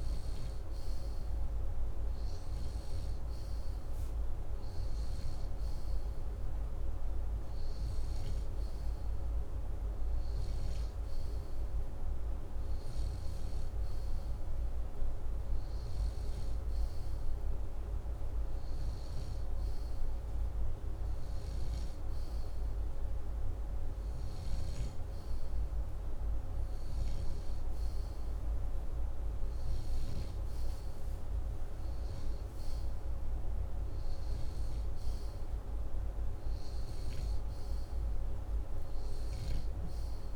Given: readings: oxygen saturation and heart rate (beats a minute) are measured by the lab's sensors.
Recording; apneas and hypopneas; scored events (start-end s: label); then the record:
breathing in sleep, hard to hear, by a room microphone; none
0.50-17.00 s: snoring (device-marked)
25.00-31.00 s: snoring (device-marked)
From the record:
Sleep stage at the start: N2 (light sleep); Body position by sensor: upright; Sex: male